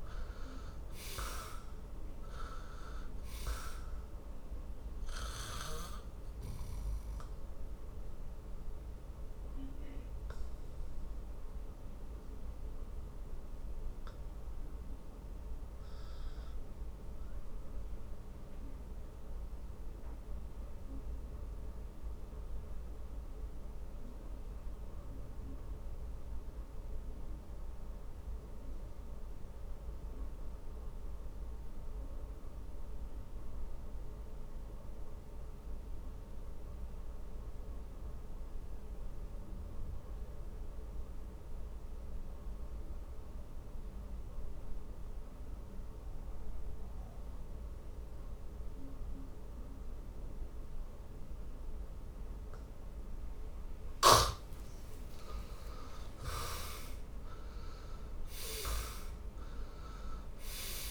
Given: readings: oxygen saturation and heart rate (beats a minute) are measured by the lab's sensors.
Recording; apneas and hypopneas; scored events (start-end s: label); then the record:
breathing in sleep by a room microphone; 1
1.00-39.00 s: oxygen desaturation (device-marked, oxygen 95% before, 73% lowest, heart rate 59 before, 48 extreme)
7.50-53.00 s: obstructive apnea (oxygen 99% before, 73% lowest, heart rate 67 before, 48 extreme, up 23 after)
51.00-60.00 s: oxygen desaturation (device-marked, oxygen 99% before, 90% lowest, heart rate 50 before, 47 extreme)
54.00-59.00 s: arousal
From the record:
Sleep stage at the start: N2 (light sleep); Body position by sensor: on the back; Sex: male